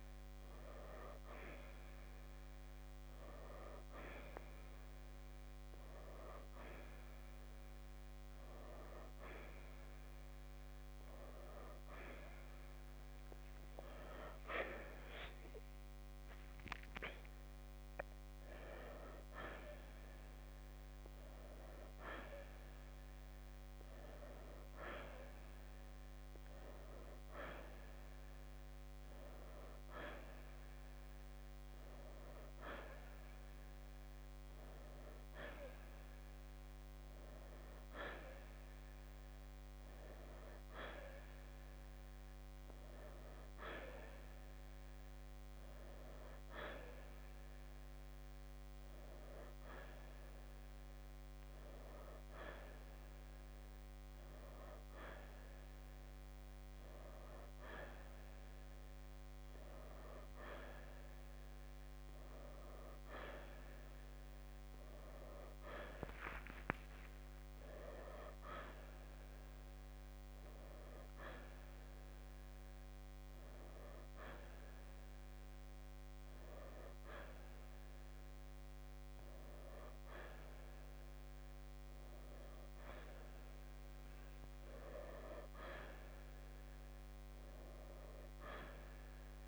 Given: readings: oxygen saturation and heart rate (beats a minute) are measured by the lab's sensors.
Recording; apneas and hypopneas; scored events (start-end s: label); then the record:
breathing in sleep by a microphone on the trachea; none
62.00-66.50 s: arousal
From the record:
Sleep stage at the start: N1 (lightest sleep); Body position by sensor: on the right side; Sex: male